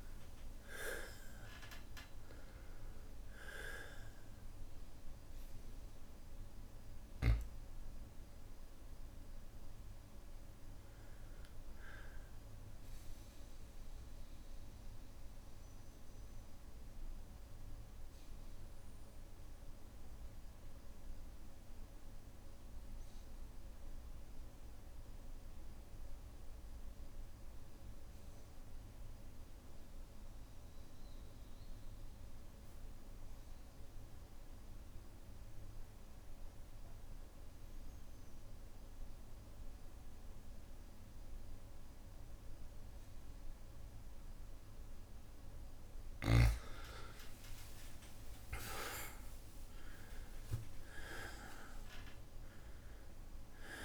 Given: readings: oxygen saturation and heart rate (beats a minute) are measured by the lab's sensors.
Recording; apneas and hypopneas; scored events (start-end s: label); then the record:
breathing in sleep by a room microphone; 1
0.00-2.00 s: arousal
0.00-24.50 s: oxygen desaturation (device-marked, oxygen 90% lowest, heart rate 57 extreme)
12.50-33.50 s: bradycardia (device-marked, heart rate 61 before, 57 extreme)
15.50-42.50 s: obstructive apnea (oxygen 98% before, 90% lowest, heart rate 62 before, 57 extreme, up 2 after)
35.50-53.85 s: oxygen desaturation (device-marked, oxygen 99% before, 91% lowest, heart rate 58 before, 57 extreme)
40.50-43.50 s: bradycardia (device-marked, heart rate 61 before, 60 extreme)
47.00-50.50 s: arousal
From the record:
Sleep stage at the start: N2 (light sleep); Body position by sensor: on the back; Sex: male